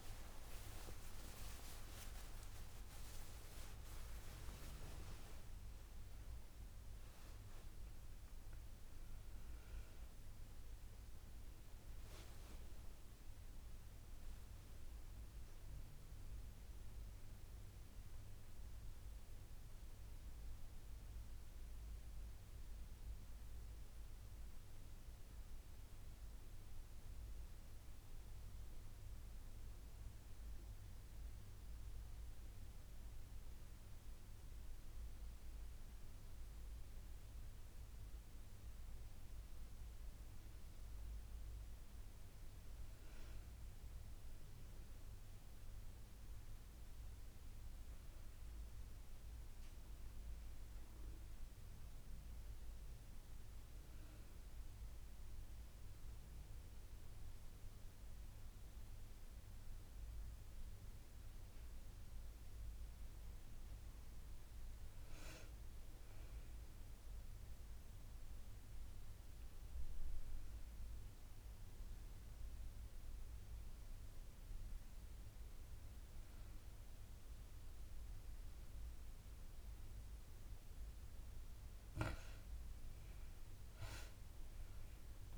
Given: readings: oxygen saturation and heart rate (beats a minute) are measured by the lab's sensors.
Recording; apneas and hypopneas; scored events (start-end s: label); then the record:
a person partly awake in a sleep study, by a room microphone; none
0.00-6.00 s: tachycardia (device-marked, heart rate 119 extreme)
1.00-3.00 s: long interval between heartbeats (device-marked, heart rate 80 before, 93 extreme)
3.00-15.00 s: drop in pulse transit time (device-marked, heart rate 81 before, 86 extreme)
3.50-5.50 s: long interval between heartbeats (device-marked, heart rate 81 before, 116 extreme)
32.00-62.00 s: new sleep stage, N1 (lightest sleep)
62.00-85.38 s: new sleep stage, N2 (light sleep)
From the record:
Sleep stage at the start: awake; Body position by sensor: on the back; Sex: female